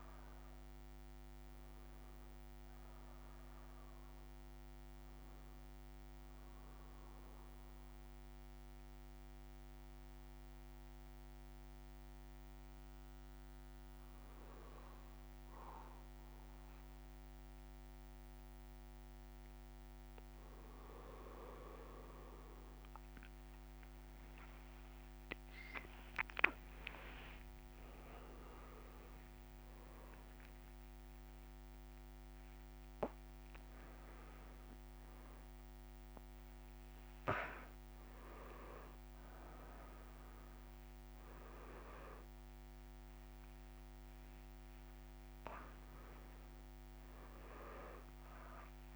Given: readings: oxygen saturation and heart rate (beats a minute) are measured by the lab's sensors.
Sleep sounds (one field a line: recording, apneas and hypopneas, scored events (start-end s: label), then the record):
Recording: breathing in sleep by a microphone on the trachea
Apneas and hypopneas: 1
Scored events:
0.00-8.50 s: oxygen desaturation (device-marked, oxygen 94% lowest)
6.00-19.00 s: hypopnea (oxygen 98% before, 94% lowest)
27.50-44.50 s: oxygen desaturation (device-marked, oxygen 98% before, 94% lowest)
From the record:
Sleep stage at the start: N2 (light sleep)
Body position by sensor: on the back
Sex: male